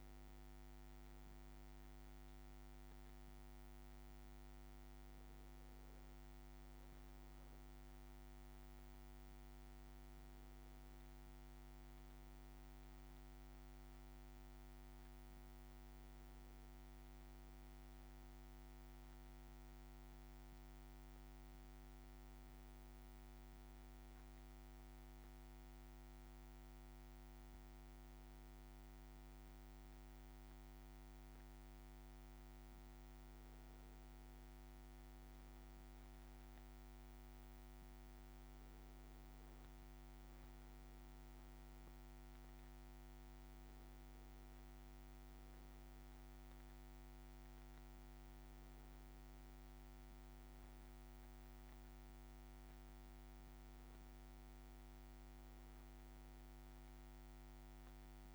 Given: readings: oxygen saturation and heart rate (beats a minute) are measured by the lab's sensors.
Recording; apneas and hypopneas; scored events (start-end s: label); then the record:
breathing in sleep, hard to hear, by a microphone on the trachea; none
none scored
From the record:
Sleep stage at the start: N1 (lightest sleep); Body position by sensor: on the back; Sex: male